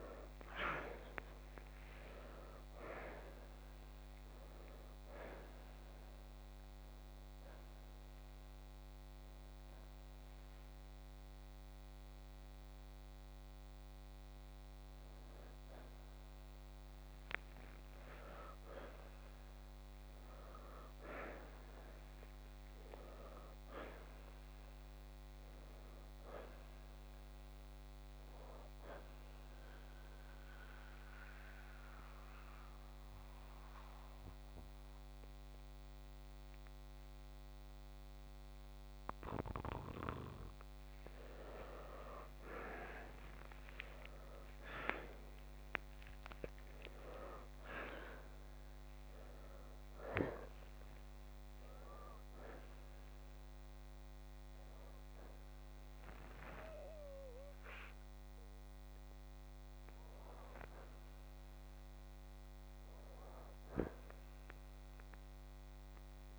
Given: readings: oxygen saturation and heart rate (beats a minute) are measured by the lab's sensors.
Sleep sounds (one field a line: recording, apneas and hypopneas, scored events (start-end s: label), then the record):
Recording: breathing in sleep by a microphone on the trachea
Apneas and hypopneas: 2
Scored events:
0.00-1.00 s: arousal
6.00-16.00 s: hypopnea (oxygen 95% before, 85% lowest, heart rate 61 before, 57 extreme, up 0 after)
13.00-28.00 s: oxygen desaturation (device-marked, oxygen 95% before, 85% lowest, heart rate 62 before, 53 extreme)
18.50-22.50 s: arousal
29.00-40.50 s: central apnea (oxygen 95% before, 89% lowest, heart rate 63 before, 53 extreme, up 8 after)
30.00-39.00 s: oxygen desaturation (device-marked, oxygen 94% before, 89% lowest, heart rate 63 before, 53 extreme)
43.50-49.00 s: arousal
From the record:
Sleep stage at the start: N2 (light sleep)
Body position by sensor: on the left side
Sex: male